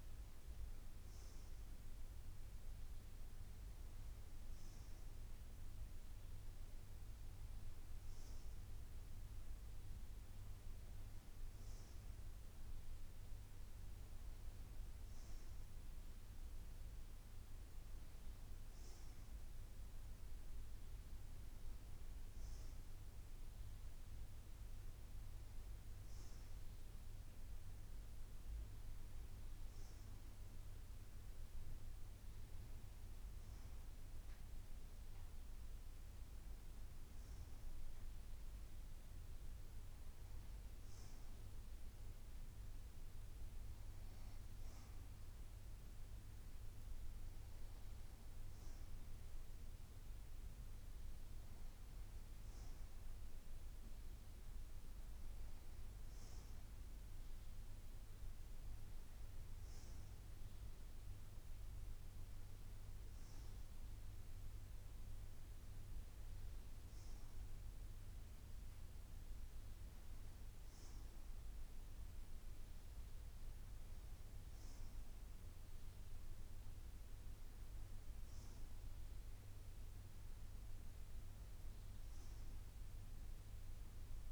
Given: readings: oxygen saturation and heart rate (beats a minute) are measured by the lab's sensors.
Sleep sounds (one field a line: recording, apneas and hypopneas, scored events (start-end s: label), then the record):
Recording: breathing in sleep, hard to hear, by a room microphone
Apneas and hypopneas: none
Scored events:
4.50-84.32 s: new sleep stage, N2 (light sleep)
28.50-37.50 s: drop in pulse transit time (device-marked)
33.00-35.00 s: long interval between heartbeats (device-marked)
36.00-38.00 s: long interval between heartbeats (device-marked)
42.50-44.50 s: long interval between heartbeats (device-marked, heart rate 31 before, 27 extreme)
55.50-57.50 s: long interval between heartbeats (device-marked, heart rate 36 before, 53 extreme)
58.50-60.50 s: long interval between heartbeats (device-marked, heart rate 37 before, 72 extreme)
66.50-68.50 s: long interval between heartbeats (device-marked, heart rate 51 before, 63 extreme)
From the record:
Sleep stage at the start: N1 (lightest sleep)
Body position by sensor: on the right side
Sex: female